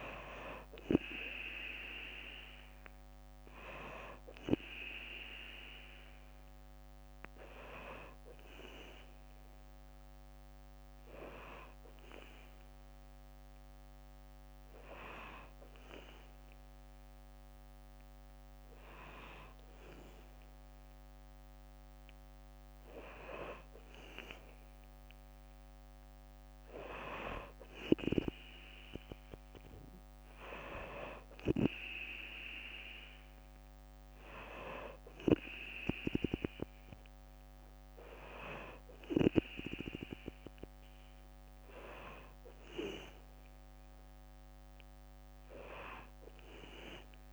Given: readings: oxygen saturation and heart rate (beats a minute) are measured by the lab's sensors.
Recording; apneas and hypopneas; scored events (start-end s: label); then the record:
breathing in sleep by a microphone on the trachea; none
0.00-11.50 s: oxygen desaturation (device-marked, oxygen 94% lowest, heart rate 62 extreme)
From the record:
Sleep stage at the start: N2 (light sleep); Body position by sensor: on the back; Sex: female